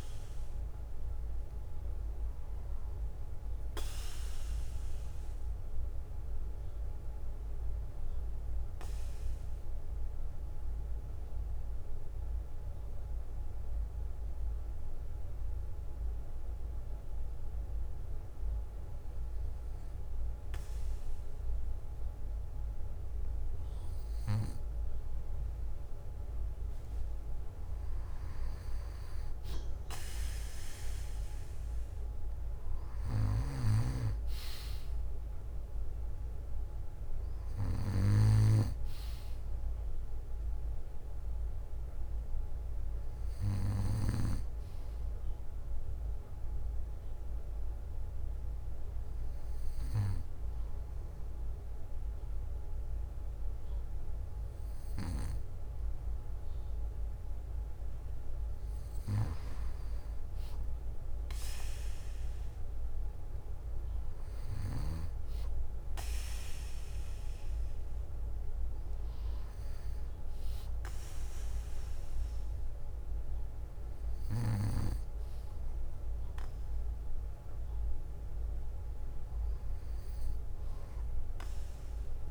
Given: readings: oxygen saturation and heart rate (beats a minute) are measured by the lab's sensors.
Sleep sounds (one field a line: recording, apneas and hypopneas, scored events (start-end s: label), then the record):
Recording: breathing in sleep by a room microphone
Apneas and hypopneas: 1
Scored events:
2.00-4.00 s: bradycardia (device-marked, heart rate 59 before, 59 extreme)
5.00-26.00 s: bradycardia (device-marked, heart rate 59 before, 54 extreme)
5.50-22.50 s: obstructive apnea (oxygen 97% before, 94% lowest, heart rate 61 before, 54 extreme, up 3 after)
26.50-31.50 s: arousal
37.00-46.00 s: bradycardia (device-marked, heart rate 59 before, 57 extreme)
47.00-50.00 s: bradycardia (device-marked, heart rate 59 before, 57 extreme)
56.00-58.00 s: bradycardia (device-marked, heart rate 59 before, 60 extreme)
64.00-66.00 s: bradycardia (device-marked, heart rate 59 before, 62 extreme)
68.00-82.31 s: bradycardia (device-marked, heart rate 59 before, 57 extreme)
From the record:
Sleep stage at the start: N2 (light sleep)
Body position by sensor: on the back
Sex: male